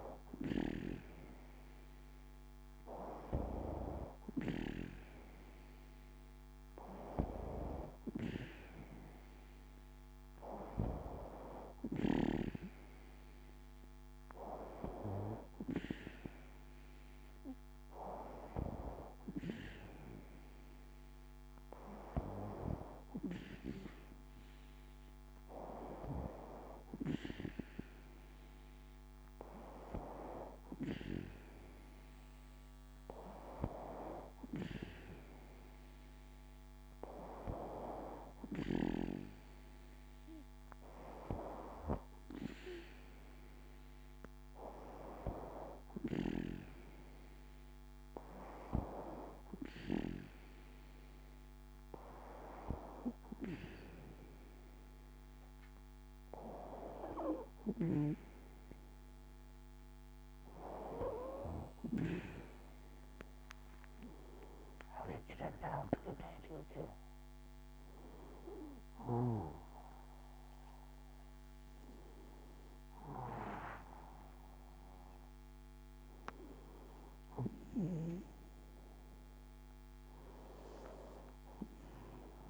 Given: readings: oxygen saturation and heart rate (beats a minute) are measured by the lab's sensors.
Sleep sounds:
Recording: a person awake in a sleep study, by a microphone on the trachea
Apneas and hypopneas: none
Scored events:
39.50-82.50 s: new sleep stage, awake
From the record:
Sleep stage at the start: N2 (light sleep)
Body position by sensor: on the back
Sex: female

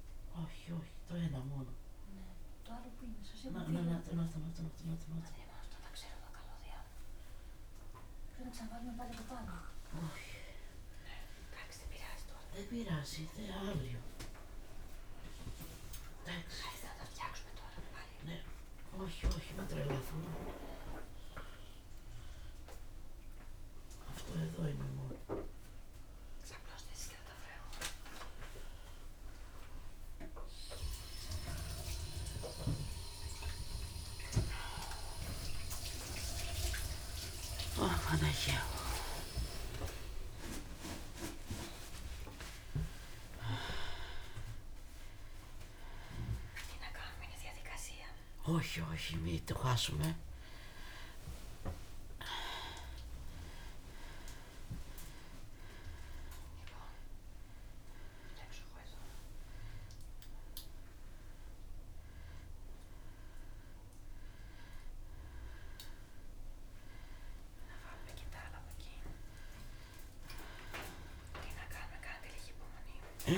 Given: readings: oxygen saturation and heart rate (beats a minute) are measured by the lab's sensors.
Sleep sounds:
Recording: a person awake in a sleep study, by a room microphone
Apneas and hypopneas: none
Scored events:
none scored
From the record:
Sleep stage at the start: awake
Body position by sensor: on the back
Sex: female

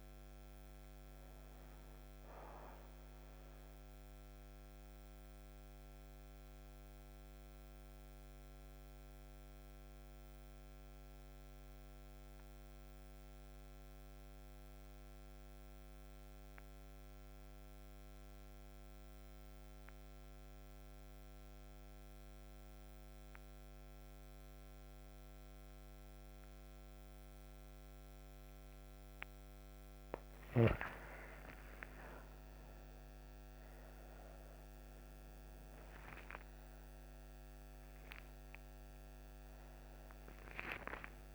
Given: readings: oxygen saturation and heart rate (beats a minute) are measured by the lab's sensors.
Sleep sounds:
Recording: breathing in sleep by a microphone on the trachea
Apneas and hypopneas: 1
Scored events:
0.00-6.00 s: oxygen desaturation (device-marked, oxygen 89% lowest)
3.50-29.00 s: obstructive apnea (oxygen 96% before, 89% lowest)
31.00-41.34 s: oxygen desaturation (device-marked, oxygen 99% before, 92% lowest)
32.00-38.50 s: arousal
From the record:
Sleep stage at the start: N2 (light sleep)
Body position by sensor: on the right side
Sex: female

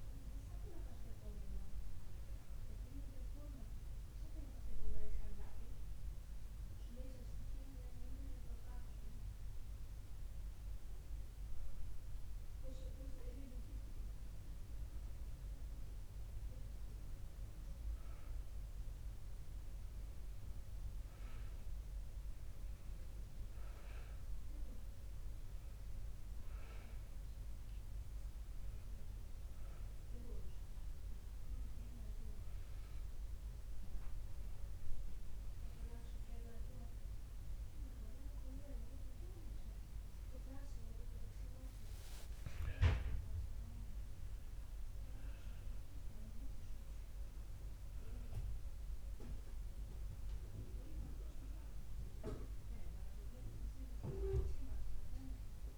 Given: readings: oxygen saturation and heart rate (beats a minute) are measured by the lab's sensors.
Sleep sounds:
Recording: breathing in sleep by a room microphone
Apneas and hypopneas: none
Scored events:
38.00-42.50 s: arousal
From the record:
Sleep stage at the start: N2 (light sleep)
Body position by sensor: on the back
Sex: male

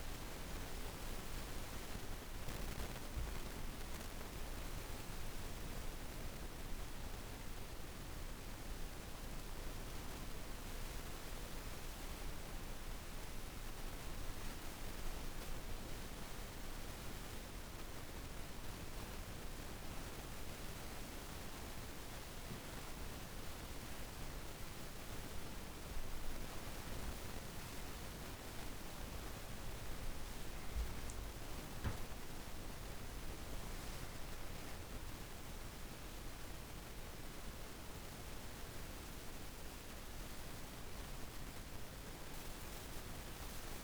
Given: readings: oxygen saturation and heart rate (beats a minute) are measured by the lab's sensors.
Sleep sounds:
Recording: breathing in sleep, hard to hear, by a room microphone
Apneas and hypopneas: 1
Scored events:
0.00-2.50 s: arousal
4.00-19.00 s: mixed apnea (oxygen 96% before, 81% lowest, heart rate 56 before, 53 extreme, up 6 after)
14.00-43.84 s: oxygen desaturation (device-marked, oxygen 97% before, 81% lowest, heart rate 52 before, 49 extreme)
22.00-28.00 s: arousal
From the record:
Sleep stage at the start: N2 (light sleep)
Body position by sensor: on the back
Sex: female

